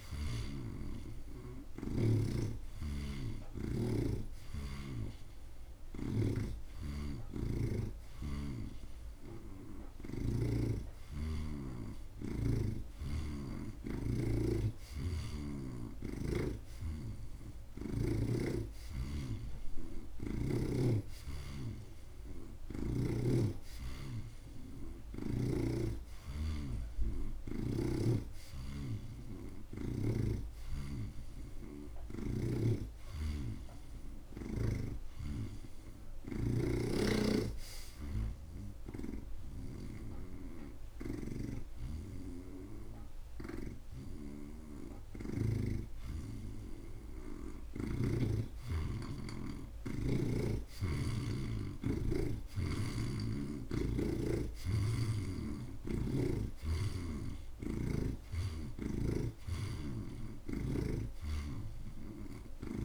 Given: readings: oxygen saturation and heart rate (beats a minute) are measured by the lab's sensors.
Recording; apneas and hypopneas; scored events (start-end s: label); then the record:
breathing in sleep by a room microphone; 1
0.00-2.50 s: snoring (device-marked)
7.00-10.50 s: snoring (device-marked)
15.00-18.50 s: snoring (device-marked)
33.00-39.50 s: snoring (device-marked)
38.00-48.00 s: hypopnea (oxygen 83% before, 78% lowest)
41.50-48.50 s: snoring (device-marked)
53.00-57.50 s: arousal
From the record:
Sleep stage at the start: N2 (light sleep); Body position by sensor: on the right side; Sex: male